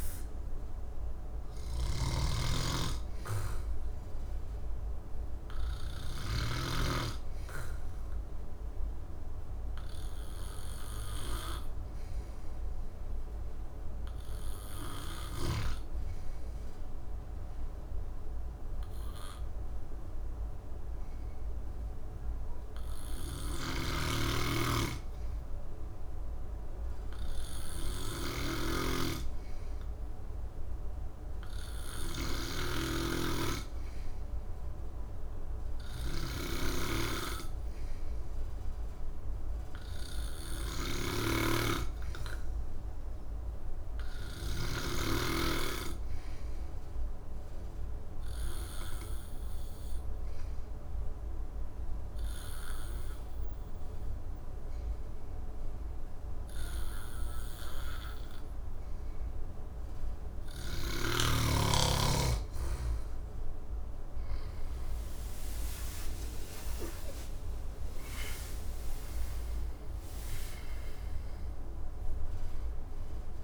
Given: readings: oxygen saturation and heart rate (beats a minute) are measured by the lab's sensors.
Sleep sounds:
breathing in sleep by a room microphone; 1
1.50-6.00 s: snoring (device-marked)
5.50-60.00 s: obstructive apnea (oxygen 99% before, 92% lowest, heart rate 65 before, 61 extreme, up 9 after)
23.00-44.50 s: snoring (device-marked)
60.50-64.50 s: snoring (device-marked)
63.00-67.50 s: arousal
71.50-73.44 s: oxygen desaturation (device-marked, oxygen 95% before, 92% lowest, heart rate 66 before, 59 extreme)
From the record:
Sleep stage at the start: N2 (light sleep); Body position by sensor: on the back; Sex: male

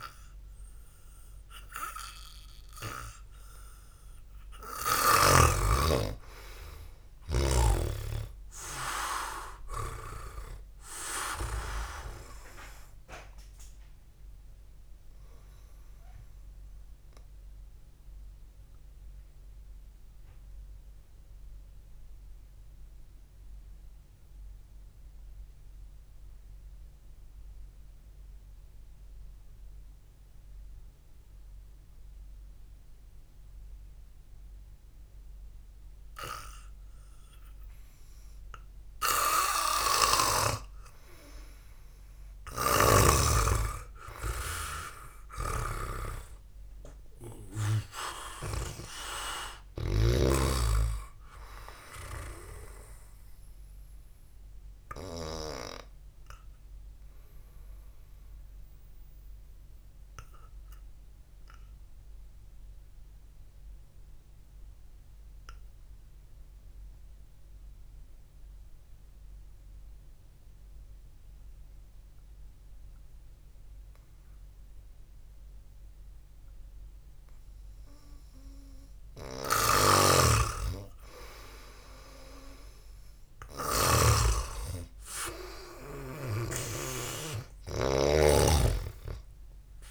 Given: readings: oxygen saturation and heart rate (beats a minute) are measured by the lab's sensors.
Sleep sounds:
breathing in sleep by a room microphone; 2
11.00-36.00 s: oxygen desaturation (device-marked, oxygen 96% before, 89% lowest, heart rate 57 before, 52 extreme)
19.00-39.50 s: mixed apnea (oxygen 96% before, 89% lowest, heart rate 56 before, 52 extreme, up 3 after)
38.00-51.00 s: oxygen desaturation (device-marked, oxygen 98% before, 94% lowest, heart rate 63 before, 53 extreme)
41.50-45.50 s: arousal
45.50-50.50 s: snoring (device-marked)
59.00-80.00 s: mixed apnea (oxygen 98% before, 89% lowest, heart rate 58 before, 54 extreme, up 2 after)
62.00-74.00 s: oxygen desaturation (device-marked, oxygen 94% before, 89% lowest, heart rate 59 before, 54 extreme)
80.00-84.50 s: snoring (device-marked)
81.50-84.00 s: arousal
From the record:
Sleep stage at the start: N2 (light sleep); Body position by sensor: on the back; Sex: male

